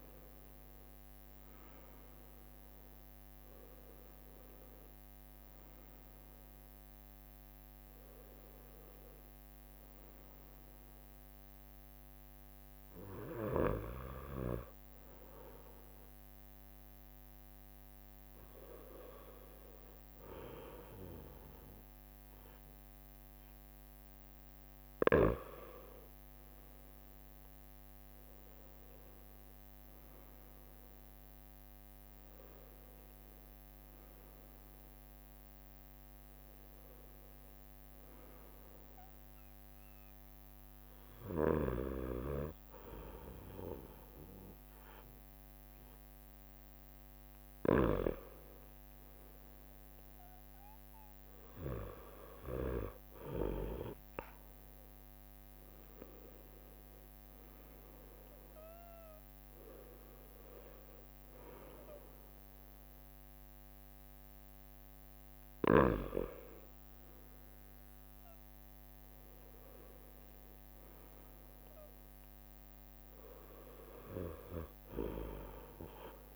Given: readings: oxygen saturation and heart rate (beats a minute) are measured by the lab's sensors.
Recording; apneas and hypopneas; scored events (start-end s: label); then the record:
breathing in sleep by a microphone on the trachea; 1
0.00-1.00 s: arousal
1.50-14.50 s: oxygen desaturation (device-marked, oxygen 96% before, 93% lowest, heart rate 65 before, 64 extreme)
2.00-7.00 s: leg movement (device-marked)
8.50-14.50 s: leg movement (device-marked)
16.50-23.00 s: leg movement (device-marked)
23.50-24.50 s: leg movement (device-marked)
25.00-31.00 s: leg movement (device-marked)
28.50-33.50 s: arousal
38.50-48.50 s: hypopnea (oxygen 97% before, 95% lowest, heart rate 67 before, 63 extreme, up 4 after)
41.00-45.50 s: leg movement (device-marked)
47.00-53.50 s: leg movement (device-marked)
49.50-76.35 s: new sleep stage, N1 (lightest sleep)
51.50-57.50 s: arousal
54.50-61.50 s: leg movement (device-marked)
62.00-70.50 s: leg movement (device-marked)
68.50-76.35 s: drop in pulse transit time (device-marked, heart rate 66 before, 65 extreme)
71.50-76.35 s: leg movement (device-marked)
From the record:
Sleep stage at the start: N2 (light sleep); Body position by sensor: on the right side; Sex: male